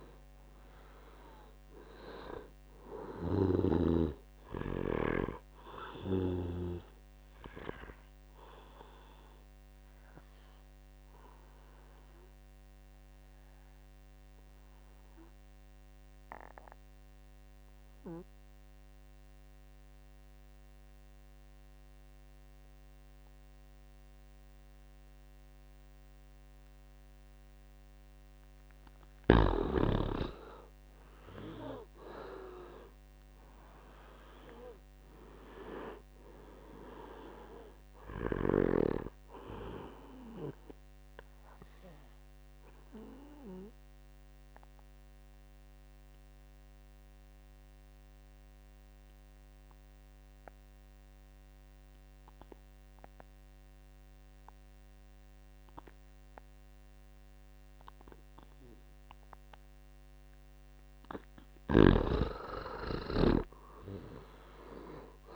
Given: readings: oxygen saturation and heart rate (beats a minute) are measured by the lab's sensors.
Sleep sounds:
breathing in sleep by a microphone on the trachea; 2
2.00-9.00 s: oxygen desaturation (device-marked, oxygen 99% before, 92% lowest, heart rate 73 before, 54 extreme)
8.50-28.50 s: obstructive apnea (oxygen 99% before, 86% lowest, heart rate 77 before, 57 extreme, up 28 after)
14.00-24.00 s: oxygen desaturation (device-marked, oxygen 93% before, 88% lowest, heart rate 72 before, 60 extreme)
32.00-35.50 s: arousal
37.00-58.00 s: oxygen desaturation (device-marked, oxygen 99% before, 86% lowest, heart rate 71 before, 55 extreme)
41.00-60.50 s: obstructive apnea (oxygen 100% before, 85% lowest, heart rate 74 before, 55 extreme, up 25 after)
From the record:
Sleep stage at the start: N2 (light sleep); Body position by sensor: on the back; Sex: male

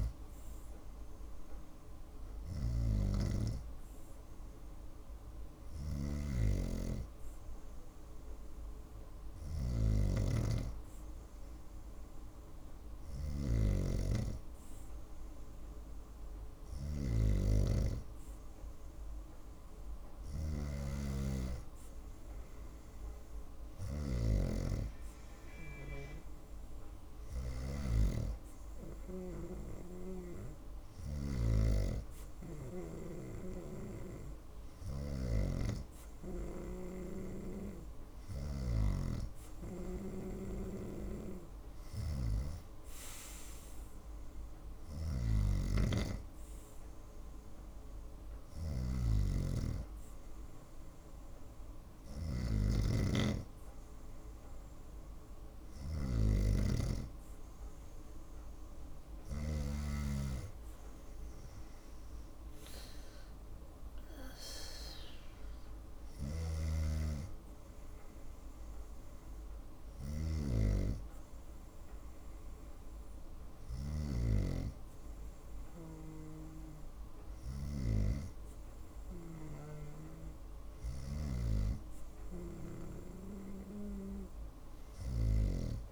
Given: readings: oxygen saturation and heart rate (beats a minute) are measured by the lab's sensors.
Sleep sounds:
breathing in sleep by a room microphone; none
5.00-27.50 s: snoring (device-marked)
69.50-73.50 s: snoring (device-marked)
From the record:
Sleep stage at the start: N2 (light sleep); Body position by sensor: on the right side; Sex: female

